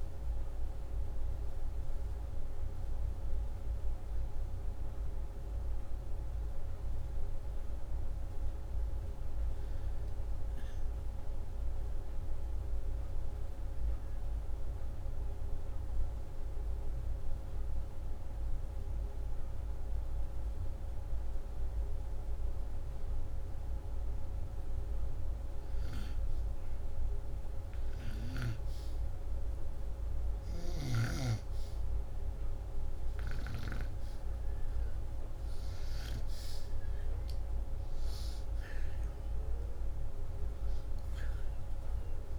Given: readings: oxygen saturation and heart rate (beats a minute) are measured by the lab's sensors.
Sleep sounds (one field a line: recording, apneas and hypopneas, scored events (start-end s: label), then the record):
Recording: a person partly awake in a sleep study, hard to hear, by a room microphone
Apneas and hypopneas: 1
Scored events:
13.50-42.38 s: new sleep stage, N2 (light sleep)
16.00-26.00 s: hypopnea (oxygen 97% before, 93% lowest, heart rate 79 before, 72 extreme, up 4 after)
29.00-32.00 s: arousal
37.50-42.38 s: oxygen desaturation (device-marked, oxygen 97% before, 93% lowest, heart rate 75 before, 75 extreme)
From the record:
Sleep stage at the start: awake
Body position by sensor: upright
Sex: male